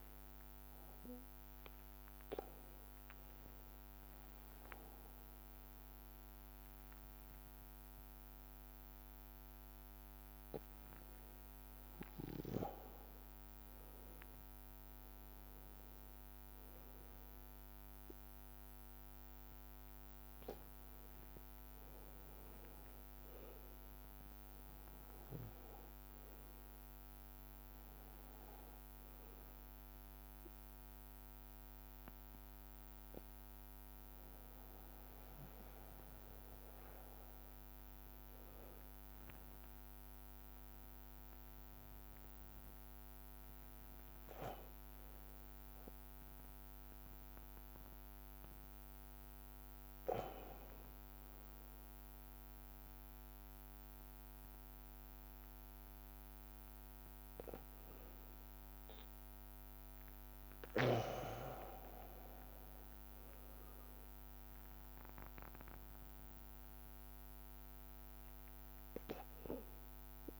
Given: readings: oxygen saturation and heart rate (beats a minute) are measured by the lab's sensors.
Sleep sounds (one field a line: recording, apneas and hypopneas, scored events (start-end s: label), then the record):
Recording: a person awake in a sleep study, by a microphone on the trachea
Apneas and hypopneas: none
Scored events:
3.00-5.00 s: long interval between heartbeats (device-marked, heart rate 87 before, 106 extreme)
6.50-70.40 s: new sleep stage, awake
18.50-20.50 s: long interval between heartbeats (device-marked, heart rate 94 before, 88 extreme)
21.50-23.50 s: long interval between heartbeats (device-marked, heart rate 94 before, 99 extreme)
28.50-30.50 s: long interval between heartbeats (device-marked, heart rate 92 before, 89 extreme)
34.00-36.00 s: long interval between heartbeats (device-marked, heart rate 93 before, 120 extreme)
40.50-42.50 s: long interval between heartbeats (device-marked, heart rate 102 before, 109 extreme)
55.50-57.50 s: long interval between heartbeats (device-marked, heart rate 99 before, 90 extreme)
59.00-61.00 s: long interval between heartbeats (device-marked, heart rate 95 before, 91 extreme)
65.50-67.50 s: long interval between heartbeats (device-marked, heart rate 90 before, 98 extreme)
68.00-70.00 s: long interval between heartbeats (device-marked, heart rate 90 before, 102 extreme)
From the record:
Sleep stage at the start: N2 (light sleep)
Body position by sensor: on the back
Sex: male